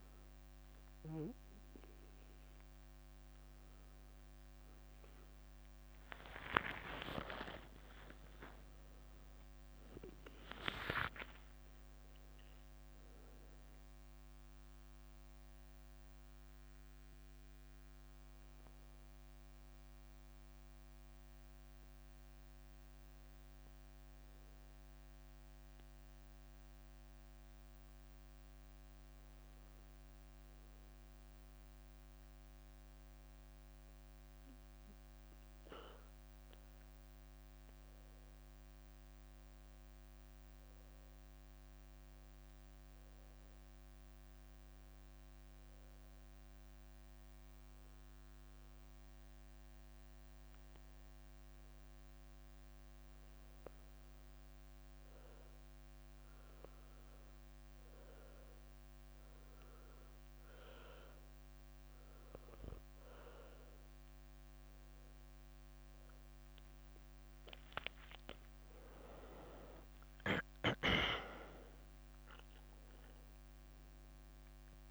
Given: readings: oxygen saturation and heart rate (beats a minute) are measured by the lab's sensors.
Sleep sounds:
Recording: breathing in sleep by a microphone on the trachea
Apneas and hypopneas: 1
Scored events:
5.50-8.00 s: leg movement (device-marked)
5.50-10.00 s: arousal
18.00-19.50 s: leg movement (device-marked)
25.50-31.00 s: leg movement (device-marked)
32.00-36.50 s: leg movement (device-marked)
38.00-42.00 s: arousal
44.00-67.00 s: obstructive apnea (oxygen 99% before, 93% lowest, heart rate 68 before, 67 extreme, up 6 after)
49.00-73.00 s: oxygen desaturation (device-marked, oxygen 97% before, 93% lowest, heart rate 69 before, 68 extreme)
66.00-74.00 s: leg movement (device-marked)
From the record:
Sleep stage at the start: N1 (lightest sleep)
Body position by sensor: on the back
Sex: female

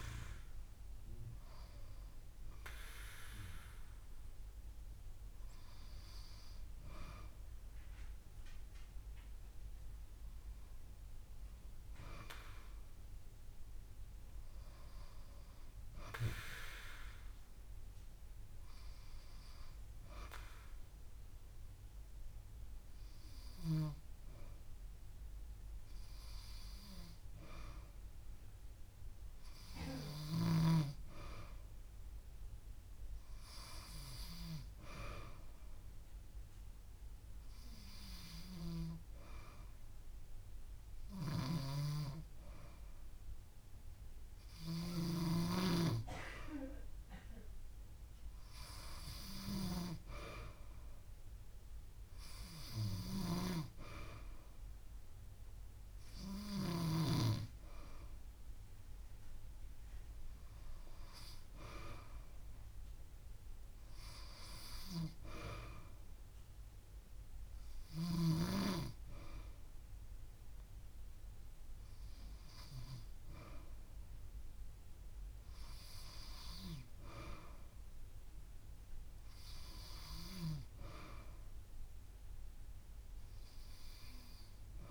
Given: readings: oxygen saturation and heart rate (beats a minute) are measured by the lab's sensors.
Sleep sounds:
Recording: breathing in sleep by a room microphone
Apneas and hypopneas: none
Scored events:
23.00-25.00 s: long interval between heartbeats (device-marked)
78.00-80.00 s: long interval between heartbeats (device-marked)
From the record:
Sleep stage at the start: N2 (light sleep)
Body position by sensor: on the back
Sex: female

